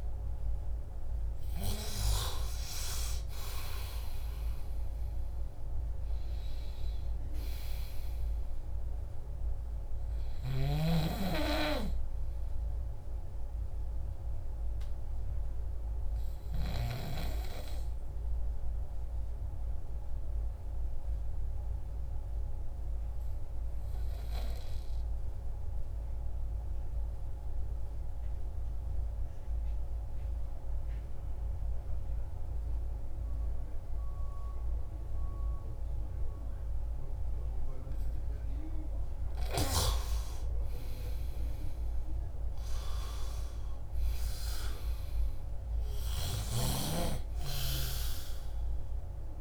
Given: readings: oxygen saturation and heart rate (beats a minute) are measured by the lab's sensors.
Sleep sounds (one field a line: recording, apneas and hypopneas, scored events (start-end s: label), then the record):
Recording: breathing in sleep by a room microphone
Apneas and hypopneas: 1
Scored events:
0.00-5.00 s: arousal
1.00-15.00 s: oxygen desaturation (device-marked, oxygen 97% before, 94% lowest, heart rate 63 before, 56 extreme)
13.00-37.50 s: obstructive apnea (oxygen 98% before, 92% lowest, heart rate 68 before, 56 extreme, up 22 after)
40.50-44.00 s: arousal
45.00-49.41 s: oxygen desaturation (device-marked, oxygen 98% before, 92% lowest, heart rate 63 before, 52 extreme)
From the record:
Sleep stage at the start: N2 (light sleep)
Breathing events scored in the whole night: 206 in 3.5 hours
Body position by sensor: on the back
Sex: male